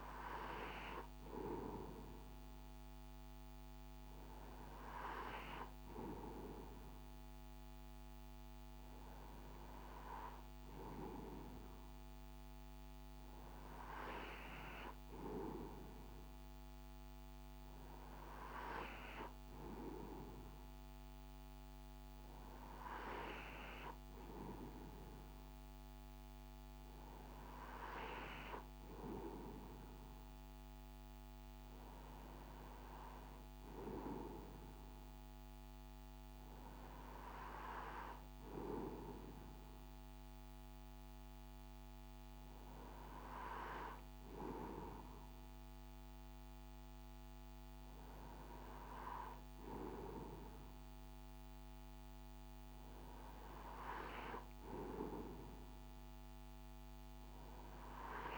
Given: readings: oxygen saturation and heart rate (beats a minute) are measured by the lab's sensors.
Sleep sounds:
breathing in sleep by a microphone on the trachea; none
none scored
From the record:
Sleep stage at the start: N2 (light sleep); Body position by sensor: on the right side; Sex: male

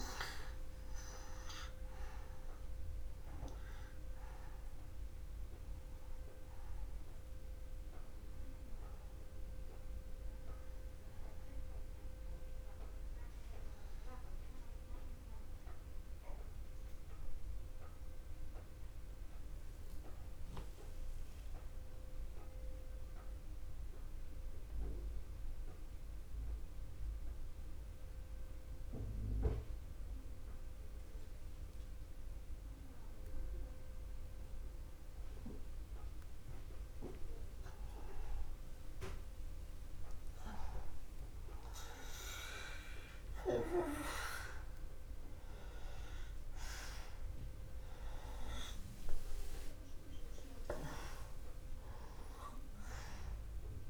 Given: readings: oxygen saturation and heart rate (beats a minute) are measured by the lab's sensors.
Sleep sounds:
a person partly awake in a sleep study, by a room microphone; 1
0.00-20.00 s: oxygen desaturation (device-marked, oxygen 84% lowest, heart rate 61 extreme)
14.00-53.90 s: new sleep stage, N2 (light sleep)
16.00-38.50 s: mixed apnea (oxygen 94% before, 87% lowest, heart rate 66 before, 64 extreme, up 18 after)
40.00-43.50 s: arousal
44.00-53.90 s: oxygen desaturation (device-marked, oxygen 98% before, 87% lowest, heart rate 71 before, 63 extreme)
From the record:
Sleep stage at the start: awake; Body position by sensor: on the back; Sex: male

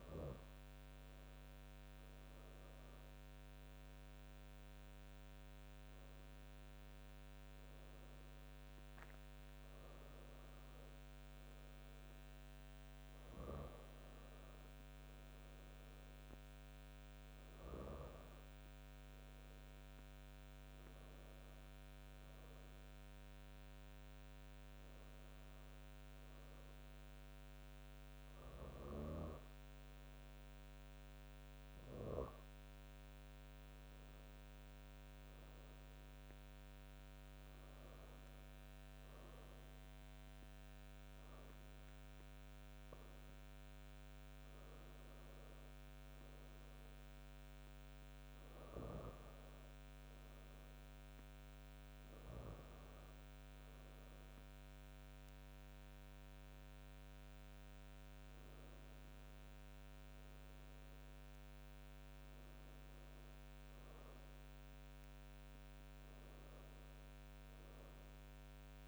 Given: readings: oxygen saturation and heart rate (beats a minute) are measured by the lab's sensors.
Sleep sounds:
breathing in sleep, hard to hear, by a microphone on the trachea; none
55.50-59.50 s: arousal
From the record:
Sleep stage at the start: N2 (light sleep); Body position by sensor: on the back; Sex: female

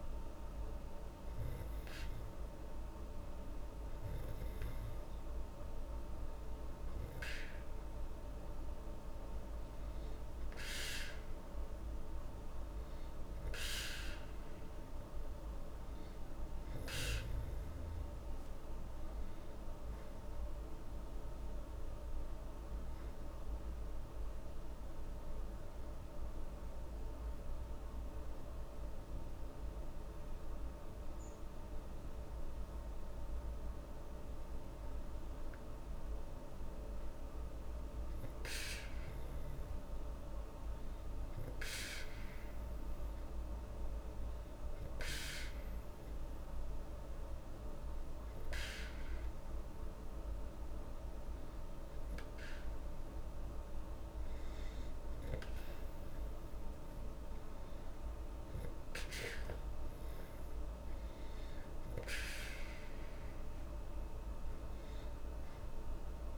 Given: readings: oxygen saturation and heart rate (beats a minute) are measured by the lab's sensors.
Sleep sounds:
breathing in sleep by a room microphone; none
none scored
From the record:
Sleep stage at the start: N2 (light sleep); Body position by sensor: on the back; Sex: female

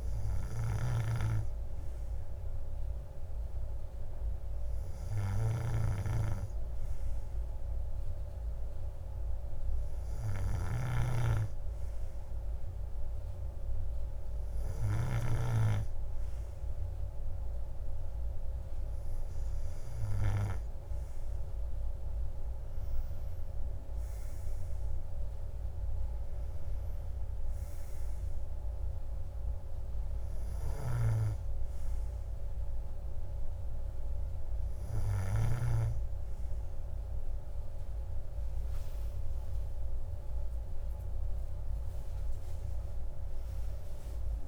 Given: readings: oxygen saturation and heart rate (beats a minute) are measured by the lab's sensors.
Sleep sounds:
breathing in sleep by a room microphone; none
40.00-44.48 s: arousal
From the record:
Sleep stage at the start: N2 (light sleep); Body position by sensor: on the right side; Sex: male

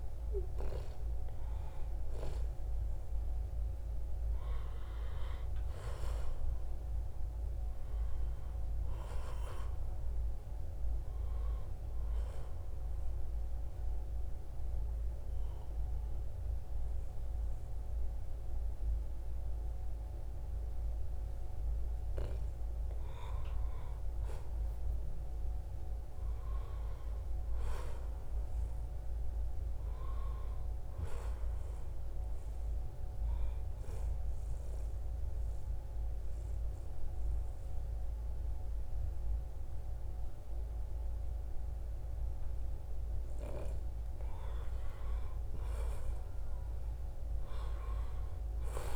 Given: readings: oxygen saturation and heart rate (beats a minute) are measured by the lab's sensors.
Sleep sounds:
breathing in sleep by a room microphone; 2
9.00-23.00 s: oxygen desaturation (device-marked, oxygen 93% before, 90% lowest, heart rate 77 before, 73 extreme)
12.00-23.00 s: obstructive apnea (oxygen 94% before, 89% lowest, heart rate 77 before, 73 extreme, up 1 after)
25.50-29.00 s: arousal
33.50-44.50 s: mixed apnea (oxygen 94% before, 89% lowest, heart rate 77 before, 72 extreme, up 2 after)
46.50-48.96 s: arousal
From the record:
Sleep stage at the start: N1 (lightest sleep); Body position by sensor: on the back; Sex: male

